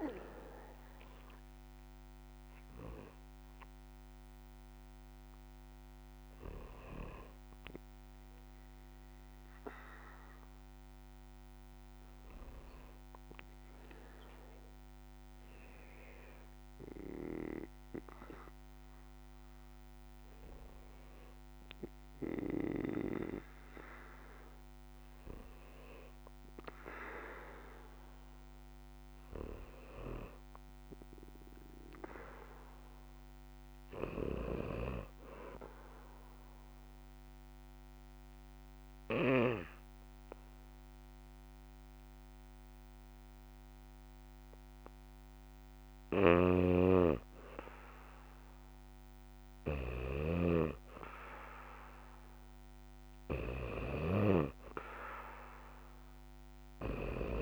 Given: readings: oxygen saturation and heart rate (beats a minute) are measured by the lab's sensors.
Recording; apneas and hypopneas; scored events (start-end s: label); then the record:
breathing in sleep by a microphone on the trachea; 1
36.00-47.50 s: mixed apnea (oxygen 97% before, 93% lowest, heart rate 63 before, 61 extreme, up 2 after)
46.00-57.42 s: snoring (device-marked)
50.00-54.00 s: arousal
56.00-57.42 s: oxygen desaturation (device-marked, oxygen 97% before, 93% lowest, heart rate 63 before, 63 extreme)
From the record:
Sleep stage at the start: N2 (light sleep); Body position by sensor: on the back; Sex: male